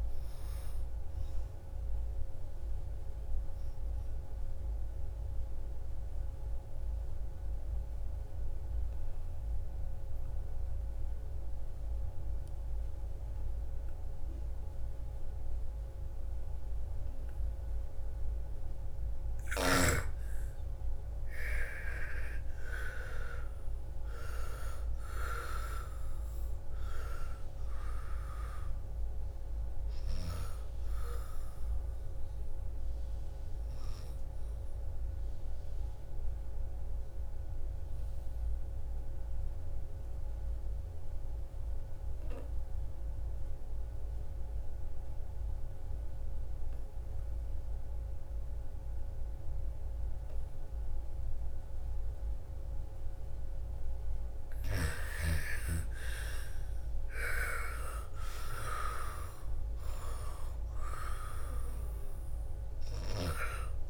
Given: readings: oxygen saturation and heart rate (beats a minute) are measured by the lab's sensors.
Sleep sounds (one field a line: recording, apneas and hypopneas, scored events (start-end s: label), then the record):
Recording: breathing in sleep by a room microphone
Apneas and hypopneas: 2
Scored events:
4.00-18.50 s: obstructive apnea (oxygen 98% before, 84% lowest, heart rate 64 before, 54 extreme, up 16 after)
20.50-24.00 s: arousal
20.50-40.50 s: oxygen desaturation (device-marked, oxygen 97% before, 84% lowest, heart rate 58 before, 56 extreme)
32.00-52.50 s: obstructive apnea (oxygen 97% before, 84% lowest, heart rate 62 before, 56 extreme, up 12 after)
54.50-58.50 s: arousal
54.50-63.90 s: oxygen desaturation (device-marked, oxygen 99% before, 85% lowest, heart rate 58 before, 56 extreme)
From the record:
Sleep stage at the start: N2 (light sleep)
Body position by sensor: on the back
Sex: female